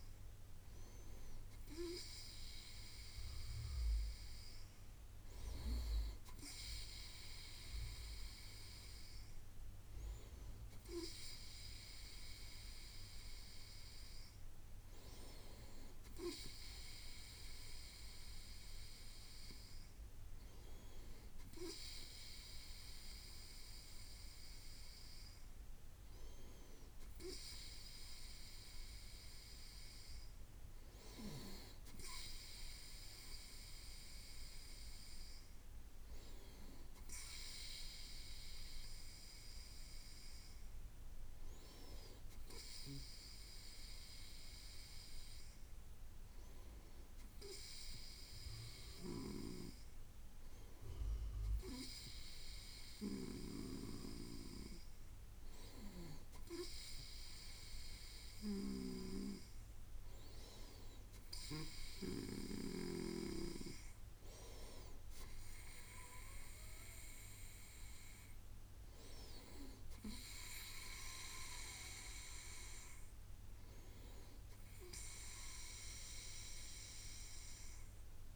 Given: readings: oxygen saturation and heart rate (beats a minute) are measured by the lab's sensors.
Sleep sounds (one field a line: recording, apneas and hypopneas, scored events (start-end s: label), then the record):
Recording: breathing in sleep by a room microphone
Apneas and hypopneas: none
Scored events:
48.50-54.00 s: snoring (device-marked)
From the record:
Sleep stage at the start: N2 (light sleep)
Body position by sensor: on the right side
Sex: male